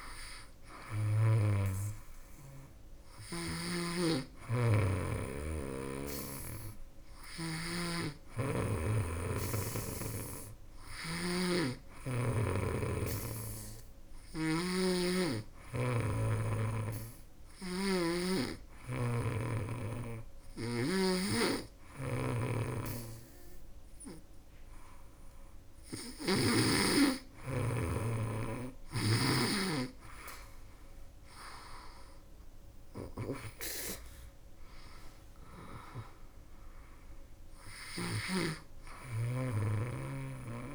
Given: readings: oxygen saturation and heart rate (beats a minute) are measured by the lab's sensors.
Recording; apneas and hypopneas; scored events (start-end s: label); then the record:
breathing in sleep by a room microphone; 1
3.00-7.00 s: snoring (device-marked)
13.00-25.50 s: hypopnea (oxygen 98% before, 95% lowest, heart rate 79 before, 72 extreme, up 7 after)
14.00-26.00 s: snoring (device-marked)
29.50-33.00 s: arousal
From the record:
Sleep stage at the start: N2 (light sleep); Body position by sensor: on the back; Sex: female